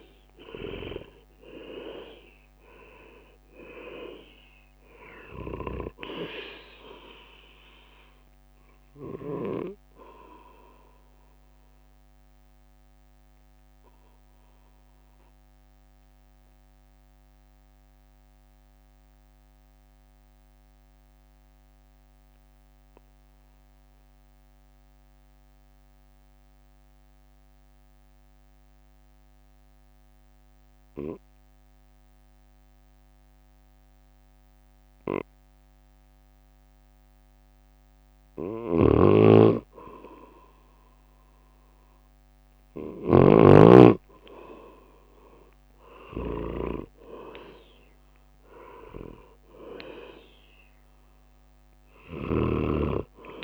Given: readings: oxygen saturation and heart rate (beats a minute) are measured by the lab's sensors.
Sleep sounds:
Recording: breathing in sleep by a microphone on the trachea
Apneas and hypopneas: 1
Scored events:
0.00-3.50 s: leg movement (device-marked)
0.00-13.00 s: drop in pulse transit time (device-marked, heart rate 55 extreme)
0.50-2.50 s: long interval between heartbeats (device-marked, heart rate 56 before, 87 extreme)
11.00-37.00 s: mixed apnea (oxygen 100% before, 92% lowest, heart rate 68 before, 53 extreme, up 5 after)
23.00-33.00 s: oxygen desaturation (device-marked, oxygen 97% before, 92% lowest, heart rate 61 before, 54 extreme)
39.00-53.44 s: drop in pulse transit time (device-marked, heart rate 55 before, 55 extreme)
39.50-44.00 s: arousal
From the record:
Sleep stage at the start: N2 (light sleep)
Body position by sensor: on the right side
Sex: male

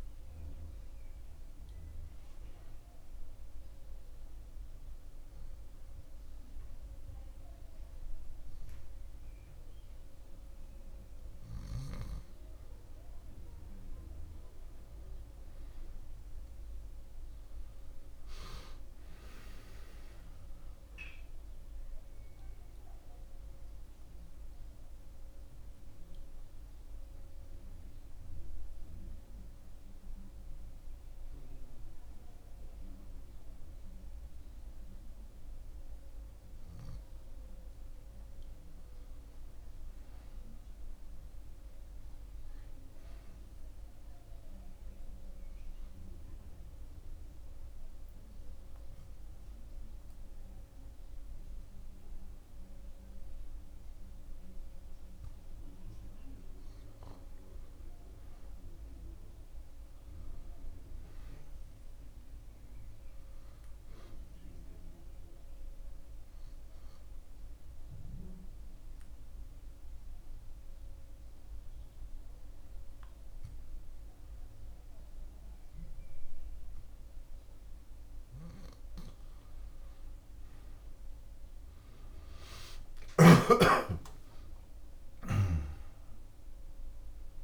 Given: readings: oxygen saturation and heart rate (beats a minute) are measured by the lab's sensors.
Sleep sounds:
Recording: breathing in sleep by a room microphone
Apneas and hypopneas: 4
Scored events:
1.50-14.00 s: obstructive apnea (oxygen 95% before, 92% lowest, heart rate 89 before, 56 extreme, up 3 after)
18.00-22.50 s: arousal
26.50-37.50 s: obstructive apnea (oxygen 97% before, 92% lowest, heart rate 73 before, 67 extreme, up 22 after)
37.50-41.00 s: arousal
46.50-56.50 s: obstructive apnea (oxygen 97% before, 89% lowest, heart rate 75 before, 59 extreme, up 25 after)
59.00-62.50 s: arousal
66.00-79.00 s: obstructive apnea (oxygen 98% before, 89% lowest, heart rate 82 before, 69 extreme, up 18 after)
72.50-81.50 s: oxygen desaturation (device-marked, oxygen 97% before, 92% lowest, heart rate 77 before, 70 extreme)
83.50-87.44 s: arousal
From the record:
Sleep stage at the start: N2 (light sleep)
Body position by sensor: on the back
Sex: male

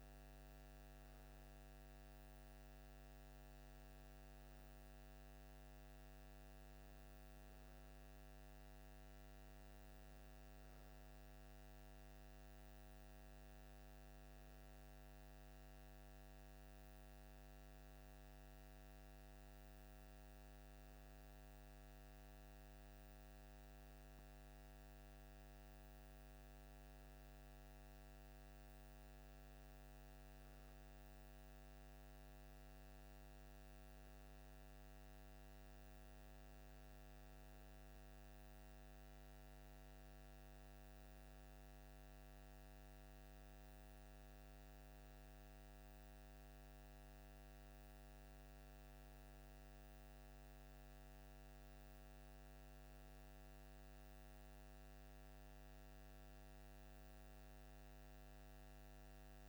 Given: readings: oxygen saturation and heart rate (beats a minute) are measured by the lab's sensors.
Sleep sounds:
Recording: breathing in sleep, hard to hear, by a microphone on the trachea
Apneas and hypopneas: none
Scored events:
23.50-59.49 s: new sleep stage, REM sleep
From the record:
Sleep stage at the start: N2 (light sleep)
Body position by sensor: on the left side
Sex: male

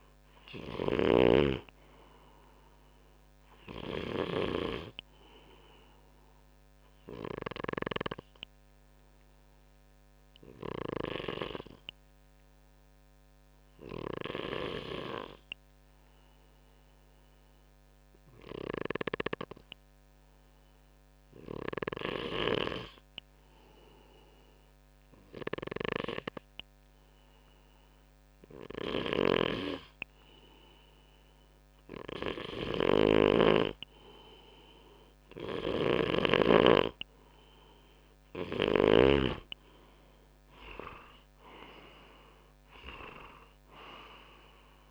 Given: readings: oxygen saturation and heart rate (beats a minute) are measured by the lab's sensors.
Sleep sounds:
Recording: breathing in sleep by a microphone on the trachea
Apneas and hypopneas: 1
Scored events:
0.00-4.00 s: snoring (device-marked)
6.00-29.00 s: obstructive apnea (oxygen 98% before, 94% lowest, heart rate 66 before, 62 extreme, up 3 after)
18.00-21.50 s: snoring (device-marked)
28.50-38.50 s: snoring (device-marked)
32.00-35.00 s: arousal
From the record:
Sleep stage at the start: N2 (light sleep)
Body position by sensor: on the front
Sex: male

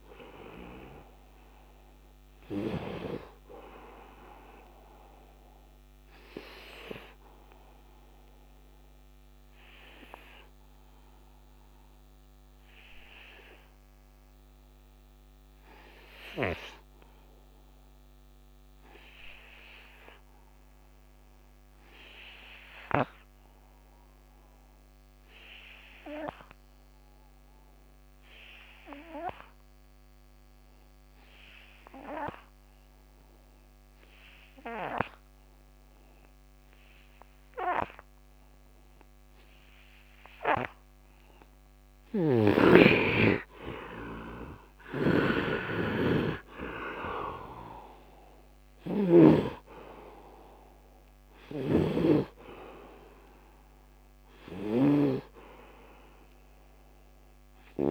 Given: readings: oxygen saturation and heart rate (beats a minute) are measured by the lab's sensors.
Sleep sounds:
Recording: breathing in sleep by a microphone on the trachea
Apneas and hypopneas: 1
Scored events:
0.00-8.00 s: oxygen desaturation (device-marked, oxygen 73% lowest, heart rate 76 extreme)
5.50-40.50 s: obstructive apnea (oxygen 90% before, 74% lowest, heart rate 105 before, 76 extreme, up 44 after)
27.00-57.91 s: oxygen desaturation (device-marked, oxygen 99% before, 74% lowest, heart rate 125 before, 72 extreme)
41.50-49.00 s: snoring (device-marked)
42.50-47.00 s: arousal
51.00-57.91 s: snoring (device-marked)
From the record:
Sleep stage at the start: N2 (light sleep)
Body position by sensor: on the right side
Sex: male

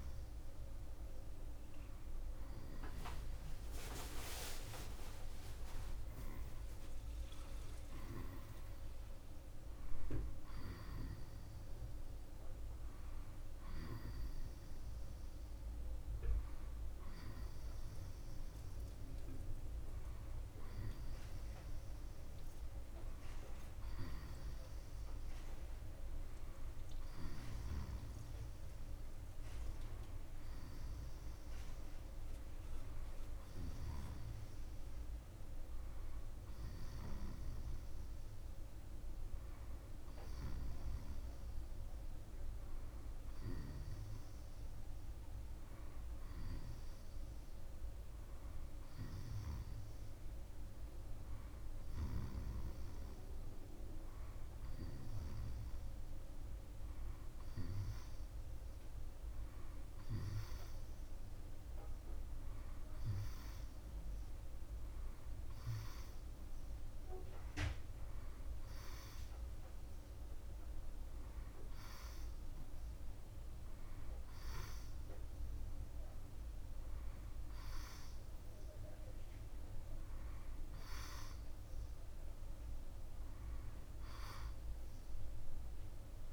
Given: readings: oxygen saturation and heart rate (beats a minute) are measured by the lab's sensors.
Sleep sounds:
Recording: breathing in sleep by a room microphone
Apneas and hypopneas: none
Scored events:
3.50-8.00 s: arousal
13.50-31.50 s: oxygen desaturation (device-marked, oxygen 94% before, 90% lowest, heart rate 103 before, 57 extreme)
From the record:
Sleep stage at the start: N1 (lightest sleep)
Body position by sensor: on the back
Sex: male

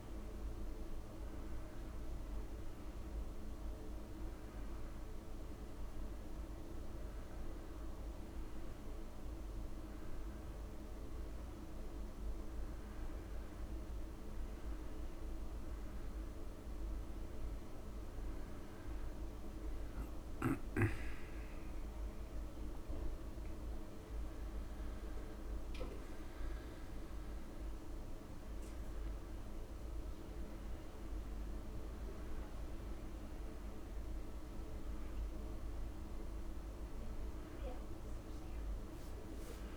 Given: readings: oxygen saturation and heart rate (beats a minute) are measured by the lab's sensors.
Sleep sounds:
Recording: breathing in sleep, hard to hear, by a room microphone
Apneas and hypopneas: none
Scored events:
none scored
From the record:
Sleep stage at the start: N2 (light sleep)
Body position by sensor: on the back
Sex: male

